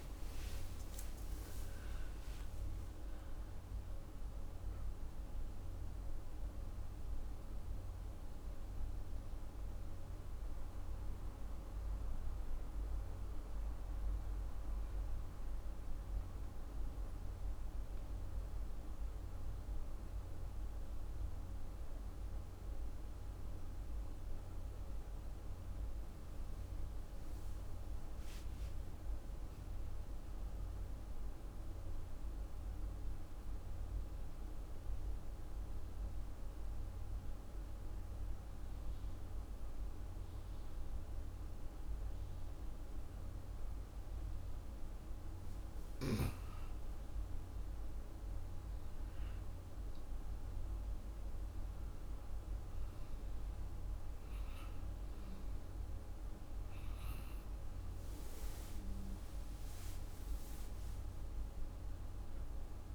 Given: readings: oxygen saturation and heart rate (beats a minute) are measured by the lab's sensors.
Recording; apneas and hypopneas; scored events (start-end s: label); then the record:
breathing in sleep, hard to hear, by a room microphone; 2
0.00-2.50 s: arousal
0.00-15.50 s: oxygen desaturation (device-marked, oxygen 91% lowest)
15.00-26.50 s: obstructive apnea (oxygen 98% before, 89% lowest)
27.50-30.50 s: arousal
31.50-45.00 s: obstructive apnea (oxygen 99% before, 89% lowest)
47.00-51.00 s: arousal
47.50-62.95 s: oxygen desaturation (device-marked, oxygen 98% before, 89% lowest)
From the record:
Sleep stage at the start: N2 (light sleep); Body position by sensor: on the right side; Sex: female